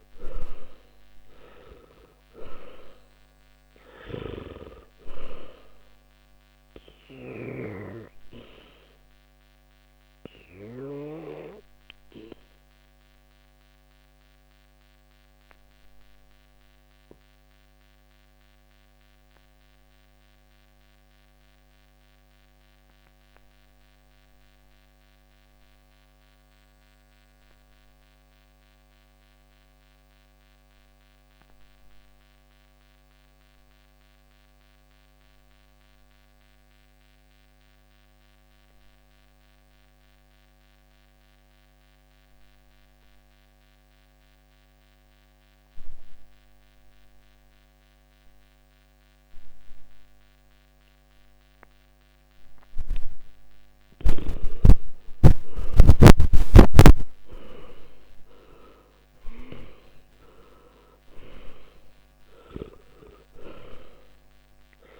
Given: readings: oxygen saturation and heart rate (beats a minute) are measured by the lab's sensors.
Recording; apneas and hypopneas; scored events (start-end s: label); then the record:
breathing in sleep by a microphone on the trachea; 1
0.00-34.00 s: oxygen desaturation (device-marked, oxygen 78% lowest, heart rate 54 extreme)
4.00-11.50 s: snoring (device-marked)
7.50-54.00 s: obstructive apnea (oxygen 99% before, 75% lowest, heart rate 62 before, 53 extreme, up 22 after)
50.00-65.00 s: oxygen desaturation (device-marked, oxygen 98% before, 75% lowest, heart rate 57 before, 53 extreme)
55.50-59.50 s: arousal
From the record:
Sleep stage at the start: N2 (light sleep); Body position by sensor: on the back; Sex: male